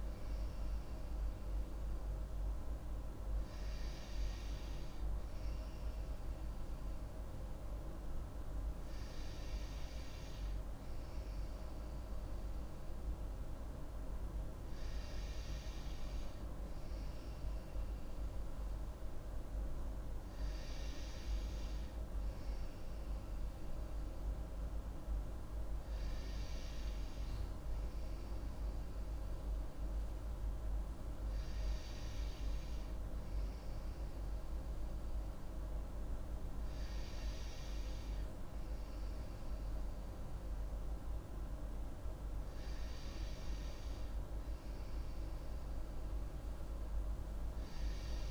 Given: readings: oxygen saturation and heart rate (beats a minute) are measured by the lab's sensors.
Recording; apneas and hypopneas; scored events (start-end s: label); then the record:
breathing in sleep, hard to hear, by a room microphone; none
none scored
From the record:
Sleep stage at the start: N2 (light sleep); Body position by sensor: on the right side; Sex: female